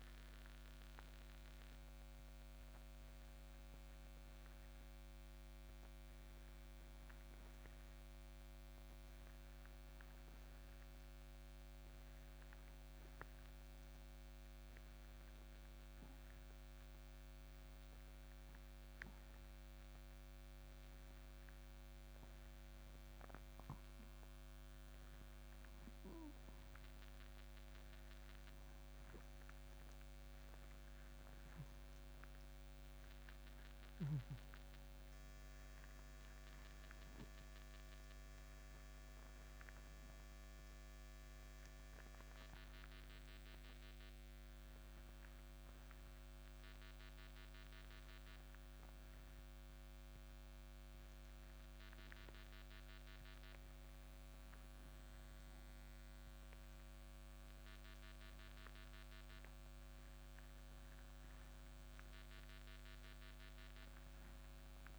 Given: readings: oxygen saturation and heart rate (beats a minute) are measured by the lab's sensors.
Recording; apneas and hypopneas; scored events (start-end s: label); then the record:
breathing in sleep, hard to hear, by a microphone on the trachea; 2
2.00-25.00 s: oxygen desaturation (device-marked, oxygen 95% before, 91% lowest, heart rate 64 before, 58 extreme)
14.50-27.00 s: obstructive apnea (oxygen 96% before, 91% lowest, heart rate 61 before, 59 extreme, up 5 after)
32.50-37.50 s: arousal
48.00-59.50 s: obstructive apnea (oxygen 97% before, 91% lowest, heart rate 63 before, 59 extreme, up 4 after)
62.00-64.99 s: oxygen desaturation (device-marked, oxygen 95% before, 91% lowest, heart rate 61 before, 59 extreme)
62.50-64.99 s: arousal
From the record:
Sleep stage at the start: N2 (light sleep); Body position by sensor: on the back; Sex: male